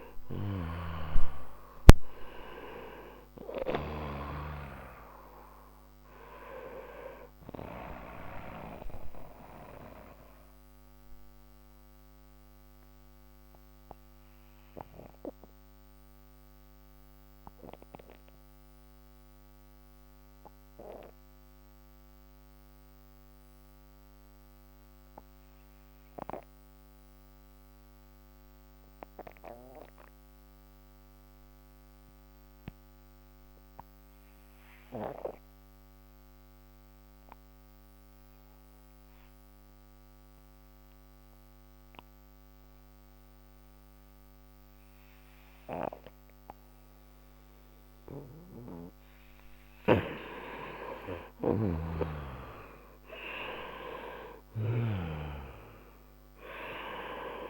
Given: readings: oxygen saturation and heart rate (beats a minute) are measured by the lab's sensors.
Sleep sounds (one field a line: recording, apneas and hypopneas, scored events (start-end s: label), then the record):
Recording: breathing in sleep by a microphone on the trachea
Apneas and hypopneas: 1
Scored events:
0.00-4.00 s: snoring (device-marked)
8.50-25.50 s: oxygen desaturation (device-marked, oxygen 94% before, 87% lowest, heart rate 72 before, 57 extreme)
12.00-48.00 s: mixed apnea (oxygen 96% before, 87% lowest, heart rate 72 before, 57 extreme, up 51 after)
39.50-57.50 s: oxygen desaturation (device-marked, oxygen 98% before, 87% lowest, heart rate 61 before, 55 extreme)
50.50-55.00 s: arousal
51.00-57.50 s: snoring (device-marked)
From the record:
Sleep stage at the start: N2 (light sleep)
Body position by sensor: on the right side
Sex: male